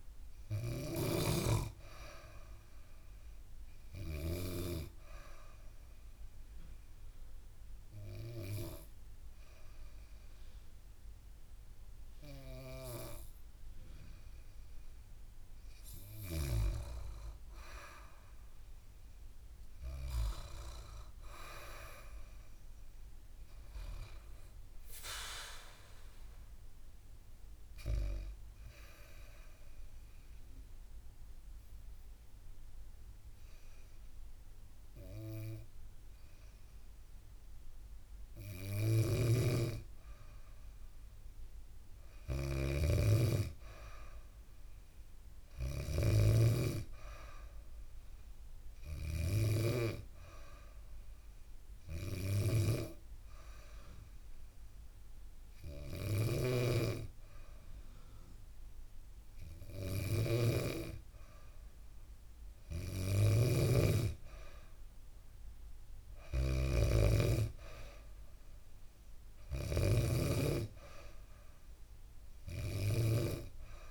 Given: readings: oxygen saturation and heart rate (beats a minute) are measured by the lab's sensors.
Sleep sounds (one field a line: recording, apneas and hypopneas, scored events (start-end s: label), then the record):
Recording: breathing in sleep by a room microphone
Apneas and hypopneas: 3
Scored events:
0.00-4.00 s: snoring (device-marked)
0.00-11.50 s: oxygen desaturation (device-marked, oxygen 94% lowest, heart rate 66 extreme)
4.50-15.50 s: obstructive apnea (oxygen 99% before, 93% lowest, heart rate 69 before, 66 extreme, up 8 after)
17.00-20.50 s: arousal
21.50-35.50 s: oxygen desaturation (device-marked, oxygen 98% before, 94% lowest, heart rate 69 before, 71 extreme)
28.50-38.50 s: obstructive apnea (oxygen 98% before, 93% lowest, heart rate 71 before, 71 extreme, up 2 after)
38.00-60.00 s: snoring (device-marked)
41.50-45.00 s: arousal
51.50-61.50 s: hypopnea (oxygen 98% before, 93% lowest, heart rate 73 before, 72 extreme, up 3 after)
62.00-73.91 s: snoring (device-marked)
62.50-66.50 s: arousal
64.50-73.91 s: oxygen desaturation (device-marked, oxygen 96% before, 93% lowest, heart rate 74 before, 74 extreme)
From the record:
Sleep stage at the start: N2 (light sleep)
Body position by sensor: on the back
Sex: female